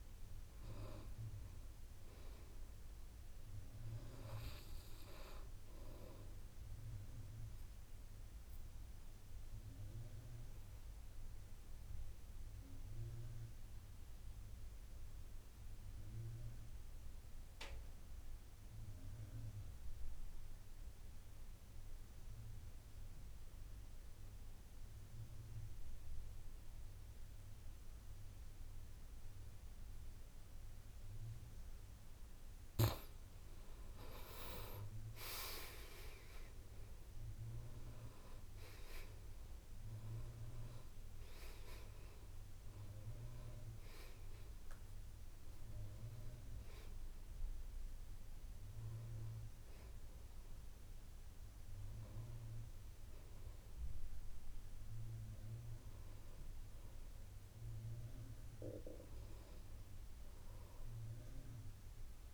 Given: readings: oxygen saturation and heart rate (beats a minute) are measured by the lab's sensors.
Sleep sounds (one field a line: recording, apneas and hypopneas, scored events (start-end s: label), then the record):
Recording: breathing in sleep by a room microphone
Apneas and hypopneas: 1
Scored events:
0.00-1.50 s: arousal
7.00-32.50 s: obstructive apnea (oxygen 98% before, 85% lowest, heart rate 56 before, 54 extreme, up 10 after)
29.50-62.34 s: oxygen desaturation (device-marked, oxygen 97% before, 85% lowest, heart rate 56 before, 48 extreme)
34.50-39.00 s: arousal
From the record:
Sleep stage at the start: N2 (light sleep)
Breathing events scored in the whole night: 376 in 4.7 hours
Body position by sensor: on the back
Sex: male